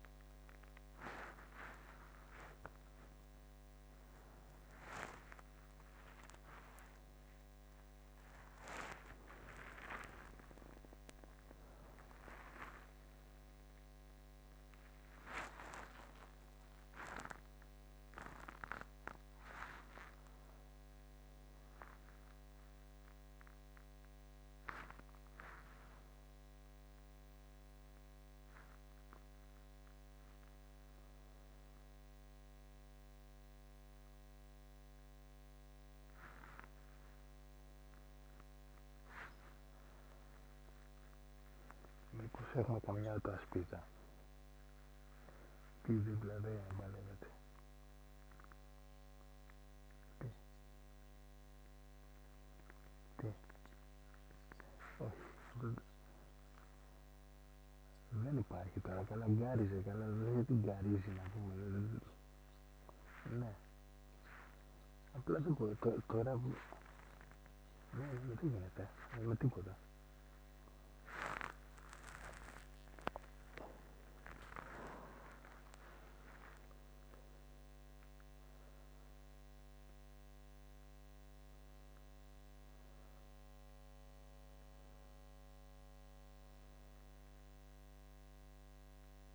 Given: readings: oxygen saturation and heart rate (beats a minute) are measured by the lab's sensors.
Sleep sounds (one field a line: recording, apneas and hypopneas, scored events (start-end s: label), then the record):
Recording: a person awake in a sleep study, by a microphone on the trachea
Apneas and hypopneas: none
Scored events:
none scored
From the record:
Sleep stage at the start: awake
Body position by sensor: on the right side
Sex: male